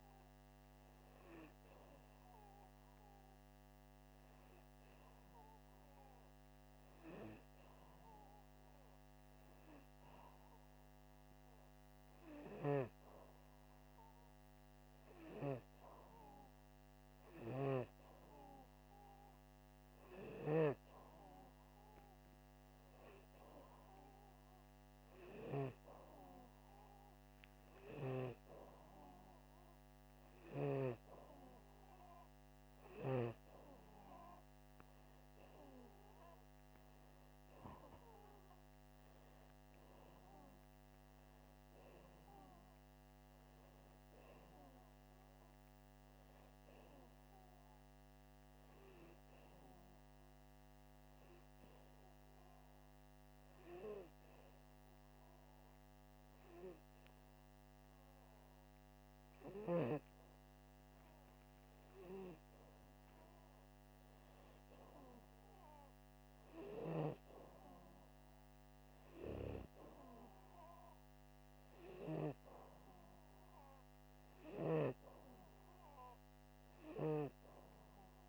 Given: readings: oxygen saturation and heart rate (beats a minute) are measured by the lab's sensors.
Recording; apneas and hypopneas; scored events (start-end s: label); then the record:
breathing in sleep by a microphone on the trachea; none
none scored
From the record:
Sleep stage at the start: N2 (light sleep); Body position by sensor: upright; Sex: male